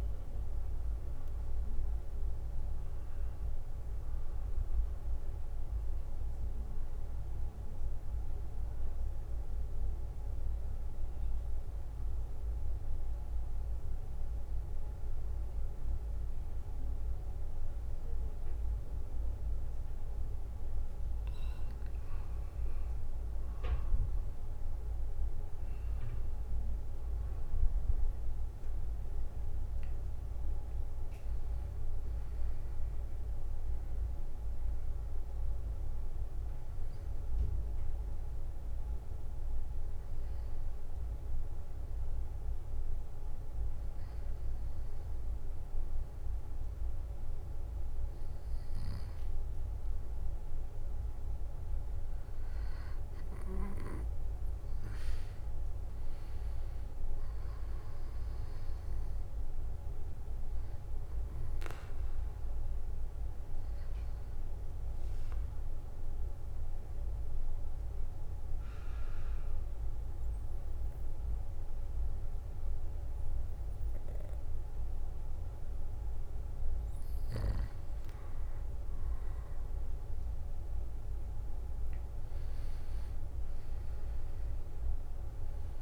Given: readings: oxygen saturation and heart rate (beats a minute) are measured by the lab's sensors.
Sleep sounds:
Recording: breathing in sleep, hard to hear, by a room microphone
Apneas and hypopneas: 3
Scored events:
0.00-17.00 s: oxygen desaturation (device-marked, oxygen 92% lowest, heart rate 55 extreme)
6.50-21.50 s: central apnea (oxygen 97% before, 92% lowest, heart rate 65 before, 55 extreme, up 12 after)
24.00-28.50 s: arousal
31.00-45.00 s: oxygen desaturation (device-marked, oxygen 97% before, 93% lowest, heart rate 61 before, 57 extreme)
36.00-48.50 s: obstructive apnea (oxygen 97% before, 92% lowest, heart rate 64 before, 56 extreme, up 10 after)
53.00-57.50 s: arousal
55.00-72.00 s: oxygen desaturation (device-marked, oxygen 97% before, 93% lowest, heart rate 61 before, 56 extreme)
64.00-76.50 s: obstructive apnea (oxygen 97% before, 92% lowest, heart rate 64 before, 55 extreme, up 15 after)
79.50-84.50 s: arousal
From the record:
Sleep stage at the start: N2 (light sleep)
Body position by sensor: on the back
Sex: male

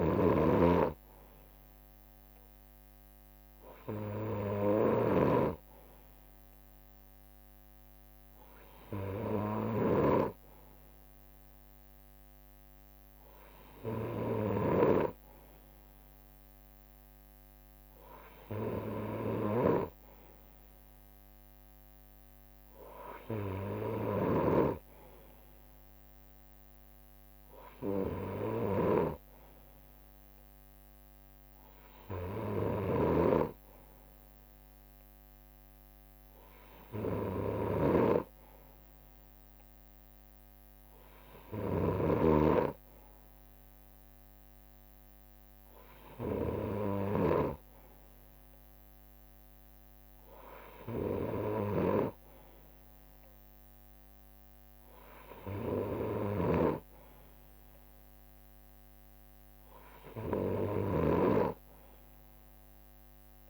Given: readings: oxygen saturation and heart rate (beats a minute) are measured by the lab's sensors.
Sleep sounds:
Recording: breathing in sleep by a microphone on the trachea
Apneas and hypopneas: none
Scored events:
0.00-6.00 s: leg movement (device-marked)
0.00-47.00 s: snoring (device-marked)
7.50-12.50 s: leg movement (device-marked)
16.00-20.00 s: leg movement (device-marked)
22.00-24.00 s: leg movement (device-marked)
22.00-37.00 s: drop in pulse transit time (device-marked, heart rate 65 before, 64 extreme)
25.50-28.50 s: leg movement (device-marked)
30.50-37.50 s: leg movement (device-marked)
41.00-46.50 s: leg movement (device-marked)
56.00-63.50 s: snoring (device-marked)
From the record:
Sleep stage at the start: N2 (light sleep)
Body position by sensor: on the right side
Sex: male

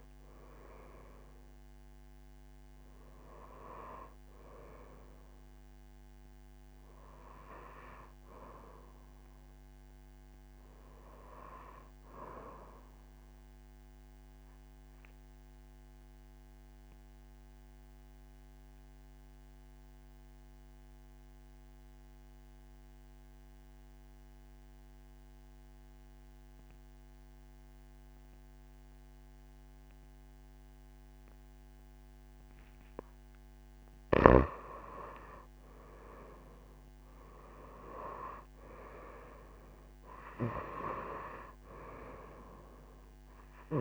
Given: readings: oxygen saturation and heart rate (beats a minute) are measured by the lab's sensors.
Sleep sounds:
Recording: breathing in sleep by a microphone on the trachea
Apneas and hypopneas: 1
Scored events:
0.00-20.00 s: oxygen desaturation (device-marked, oxygen 88% lowest)
13.50-32.00 s: obstructive apnea (oxygen 96% before, 87% lowest)
34.00-37.50 s: arousal
38.00-43.81 s: oxygen desaturation (device-marked, oxygen 98% before, 90% lowest)
From the record:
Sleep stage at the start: N2 (light sleep)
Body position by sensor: on the back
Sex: female

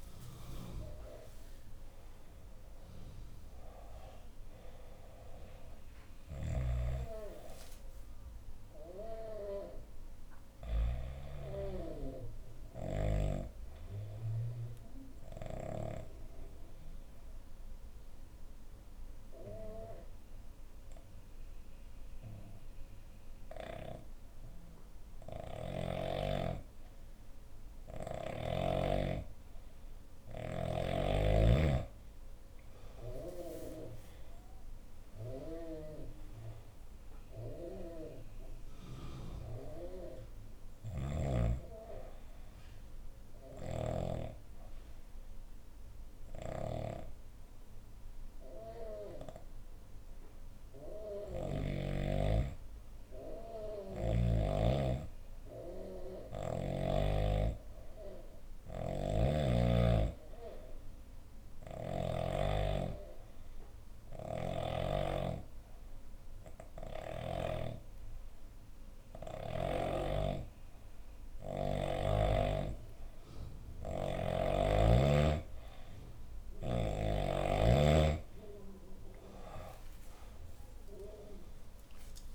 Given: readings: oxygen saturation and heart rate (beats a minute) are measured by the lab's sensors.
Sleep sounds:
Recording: breathing in sleep by a room microphone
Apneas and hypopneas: 2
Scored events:
0.00-1.50 s: arousal
5.50-10.50 s: snoring (device-marked)
5.50-14.50 s: oxygen desaturation (device-marked, oxygen 98% before, 93% lowest, heart rate 67 before, 57 extreme)
11.00-29.50 s: obstructive apnea (oxygen 99% before, 89% lowest, heart rate 73 before, 56 extreme, up 23 after)
13.50-21.50 s: bradycardia (device-marked, heart rate 67 before, 57 extreme)
27.50-50.50 s: oxygen desaturation (device-marked, oxygen 98% before, 90% lowest, heart rate 68 before, 56 extreme)
31.50-36.50 s: arousal
42.00-73.50 s: obstructive apnea (oxygen 98% before, 89% lowest, heart rate 68 before, 56 extreme, up 7 after)
42.50-49.50 s: bradycardia (device-marked, heart rate 67 before, 56 extreme)
63.50-67.00 s: snoring (device-marked)
63.50-82.35 s: oxygen desaturation (device-marked, oxygen 98% before, 89% lowest, heart rate 61 before, 58 extreme)
80.50-82.35 s: arousal
From the record:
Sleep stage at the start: N2 (light sleep)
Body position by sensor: on the back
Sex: female

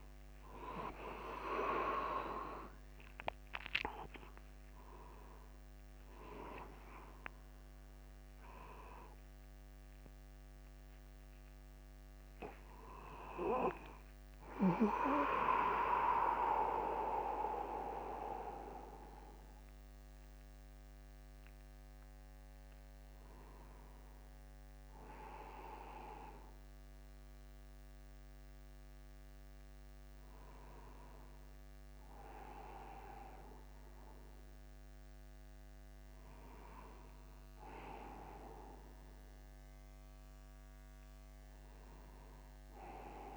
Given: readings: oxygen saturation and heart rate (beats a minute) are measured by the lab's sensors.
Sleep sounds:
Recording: a person awake in a sleep study, by a microphone on the trachea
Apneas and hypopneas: none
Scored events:
1.00-3.00 s: long interval between heartbeats (device-marked, heart rate 52 before, 69 extreme)
4.50-6.50 s: long interval between heartbeats (device-marked, heart rate 55 before, 69 extreme)
7.00-9.00 s: long interval between heartbeats (device-marked, heart rate 58 before, 72 extreme)
12.50-14.50 s: long interval between heartbeats (device-marked, heart rate 62 before, 65 extreme)
27.00-43.37 s: new sleep stage, N2 (light sleep)
From the record:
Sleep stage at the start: awake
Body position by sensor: upright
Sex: male

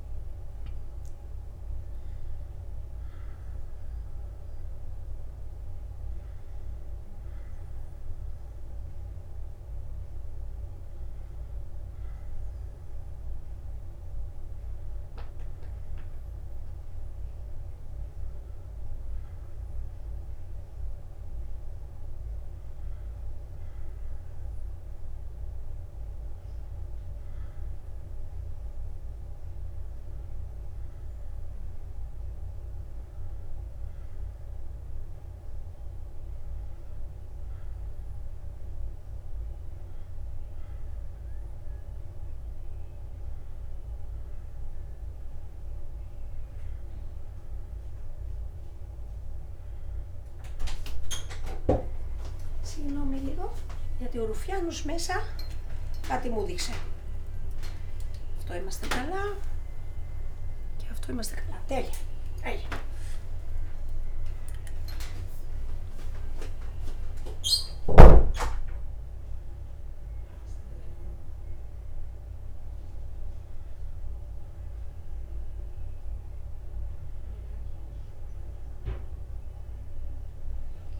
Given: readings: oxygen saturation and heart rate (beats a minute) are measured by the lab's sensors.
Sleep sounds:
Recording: a person partly awake in a sleep study, by a room microphone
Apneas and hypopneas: none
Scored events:
0.00-1.50 s: long interval between heartbeats (device-marked, heart rate 73 extreme)
2.50-4.50 s: long interval between heartbeats (device-marked, heart rate 75 before, 87 extreme)
4.50-6.50 s: long interval between heartbeats (device-marked, heart rate 78 before, 99 extreme)
4.50-7.50 s: tachycardia (device-marked, heart rate 66 before, 104 extreme)
7.50-9.50 s: long interval between heartbeats (device-marked, heart rate 82 before, 102 extreme)
8.50-11.50 s: tachycardia (device-marked, heart rate 66 before, 106 extreme)
10.00-12.00 s: long interval between heartbeats (device-marked, heart rate 84 before, 94 extreme)
12.00-14.00 s: long interval between heartbeats (device-marked, heart rate 85 before, 102 extreme)
16.00-18.00 s: long interval between heartbeats (device-marked, heart rate 90 before, 89 extreme)
19.50-81.00 s: new sleep stage, N1 (lightest sleep)
20.00-22.00 s: long interval between heartbeats (device-marked, heart rate 95 before, 85 extreme)
22.50-24.50 s: long interval between heartbeats (device-marked, heart rate 97 before, 93 extreme)
24.50-26.50 s: long interval between heartbeats (device-marked, heart rate 98 before, 87 extreme)
28.00-30.00 s: long interval between heartbeats (device-marked, heart rate 96 before, 87 extreme)
30.00-32.00 s: long interval between heartbeats (device-marked, heart rate 95 before, 87 extreme)
35.50-37.50 s: long interval between heartbeats (device-marked, heart rate 87 before, 68 extreme)
37.50-39.50 s: long interval between heartbeats (device-marked, heart rate 85 before, 71 extreme)
41.00-43.00 s: long interval between heartbeats (device-marked, heart rate 82 before, 93 extreme)
43.50-45.50 s: long interval between heartbeats (device-marked, heart rate 82 before, 86 extreme)
46.00-48.00 s: long interval between heartbeats (device-marked, heart rate 82 before, 89 extreme)
52.00-54.00 s: long interval between heartbeats (device-marked, heart rate 78 before, 68 extreme)
54.50-60.50 s: tachycardia (device-marked, heart rate 69 before, 119 extreme)
55.50-61.00 s: arousal
56.50-58.50 s: long interval between heartbeats (device-marked, heart rate 77 before, 94 extreme)
59.00-61.00 s: long interval between heartbeats (device-marked, heart rate 80 before, 105 extreme)
65.00-67.00 s: long interval between heartbeats (device-marked, heart rate 86 before, 67 extreme)
69.50-71.50 s: long interval between heartbeats (device-marked, heart rate 83 before, 72 extreme)
78.50-80.50 s: long interval between heartbeats (device-marked, heart rate 76 before, 64 extreme)
From the record:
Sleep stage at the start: awake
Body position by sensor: on the back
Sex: male

